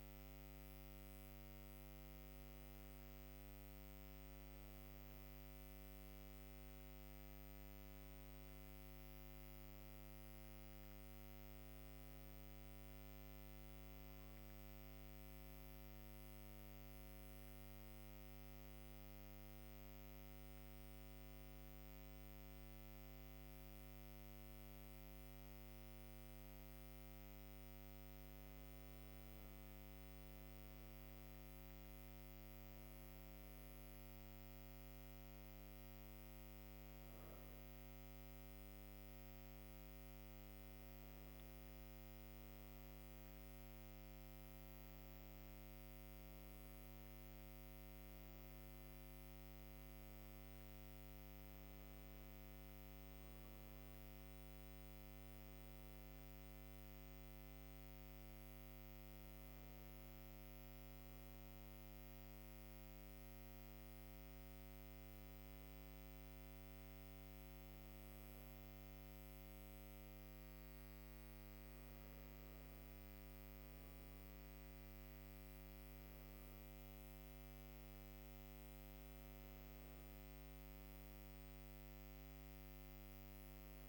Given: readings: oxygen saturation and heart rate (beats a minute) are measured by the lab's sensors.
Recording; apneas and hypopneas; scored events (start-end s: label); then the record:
breathing in sleep, hard to hear, by a microphone on the trachea; none
none scored
From the record:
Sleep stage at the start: N2 (light sleep); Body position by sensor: on the right side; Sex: female